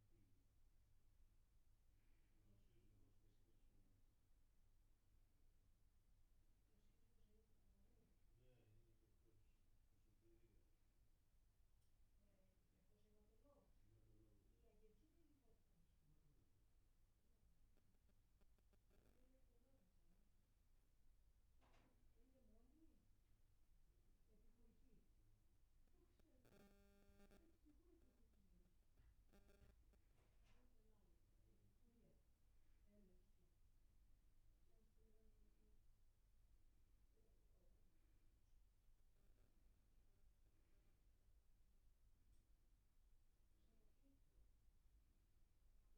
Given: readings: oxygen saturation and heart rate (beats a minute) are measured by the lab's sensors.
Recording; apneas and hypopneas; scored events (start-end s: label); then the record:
breathing in sleep, hard to hear, by a room microphone; none
0.00-18.50 s: oxygen desaturation (device-marked, oxygen 95% lowest, heart rate 68 extreme)
From the record:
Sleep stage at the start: N1 (lightest sleep); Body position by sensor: on the back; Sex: male